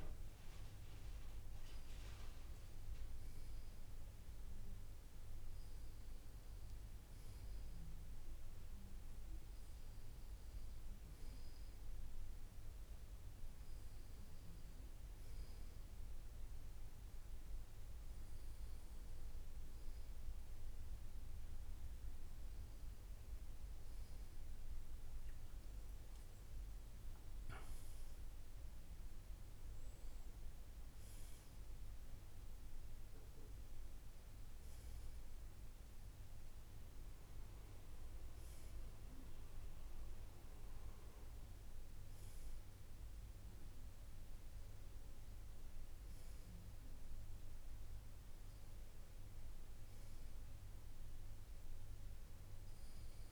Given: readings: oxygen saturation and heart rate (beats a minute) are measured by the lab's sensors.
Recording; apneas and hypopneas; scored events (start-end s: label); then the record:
breathing in sleep, hard to hear, by a room microphone; none
none scored
From the record:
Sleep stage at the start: N2 (light sleep); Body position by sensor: on the right side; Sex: male